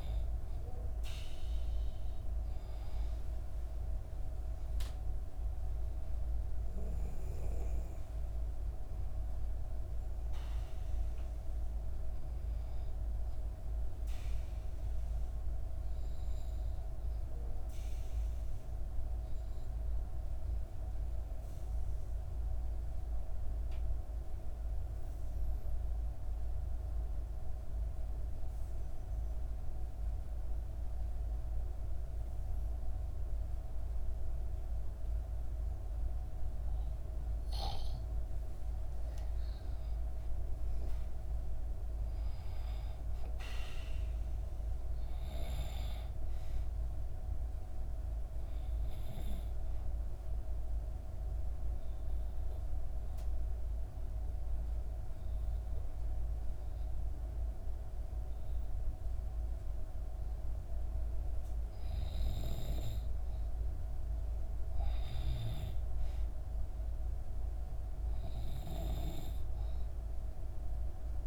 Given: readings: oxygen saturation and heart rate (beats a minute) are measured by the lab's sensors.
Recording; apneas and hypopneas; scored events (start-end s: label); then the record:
breathing in sleep, hard to hear, by a room microphone; 2
0.00-8.50 s: oxygen desaturation (device-marked, oxygen 90% lowest, heart rate 59 extreme)
11.50-14.00 s: arousal
15.50-38.50 s: obstructive apnea (oxygen 96% before, 90% lowest, heart rate 62 before, 58 extreme, up 5 after)
34.50-60.50 s: oxygen desaturation (device-marked, oxygen 97% before, 90% lowest, heart rate 60 before, 58 extreme)
40.50-43.50 s: arousal
49.50-61.00 s: obstructive apnea (oxygen 97% before, 90% lowest, heart rate 61 before, 58 extreme, up 4 after)
63.50-66.50 s: arousal
From the record:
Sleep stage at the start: N2 (light sleep); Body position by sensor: on the back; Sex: female